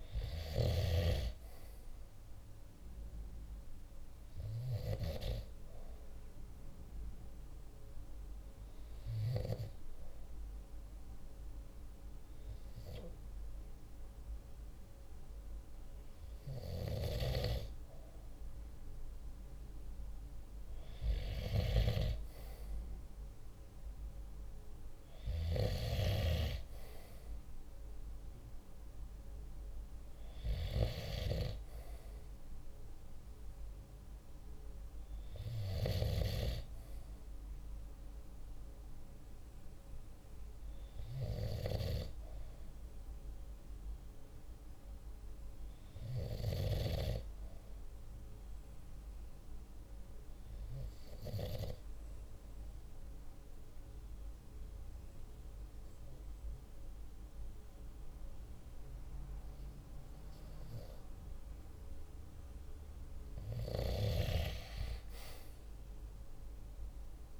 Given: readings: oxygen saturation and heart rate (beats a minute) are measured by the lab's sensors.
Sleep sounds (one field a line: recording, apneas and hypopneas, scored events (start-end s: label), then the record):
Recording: breathing in sleep by a room microphone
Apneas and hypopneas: 2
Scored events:
4.00-16.50 s: hypopnea (oxygen 97% before, 95% lowest, heart rate 48 before, 47 extreme, up 2 after)
18.50-23.00 s: arousal
49.00-61.00 s: obstructive apnea (oxygen 96% before, 93% lowest, heart rate 47 before, 45 extreme, up 3 after)
64.00-67.39 s: arousal
From the record:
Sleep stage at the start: N2 (light sleep)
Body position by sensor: on the right side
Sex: male